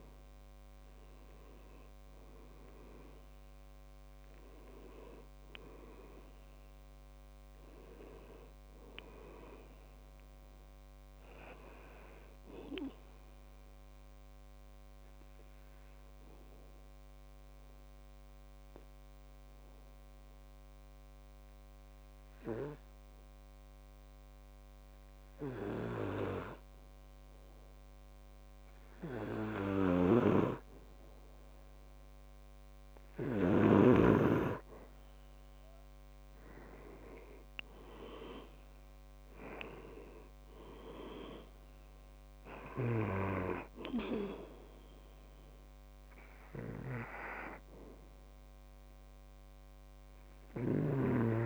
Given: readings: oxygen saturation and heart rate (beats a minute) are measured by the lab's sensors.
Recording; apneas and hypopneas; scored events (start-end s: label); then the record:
breathing in sleep by a microphone on the trachea; 1
1.50-18.50 s: oxygen desaturation (device-marked, oxygen 98% before, 93% lowest, heart rate 67 before, 67 extreme)
15.50-33.00 s: obstructive apnea (oxygen 98% before, 91% lowest, heart rate 72 before, 67 extreme, up 6 after)
30.00-34.00 s: snoring (device-marked)
33.50-51.46 s: oxygen desaturation (device-marked, oxygen 98% before, 91% lowest, heart rate 68 before, 67 extreme)
36.00-39.50 s: arousal
From the record:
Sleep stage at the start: N2 (light sleep); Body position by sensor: on the back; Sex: male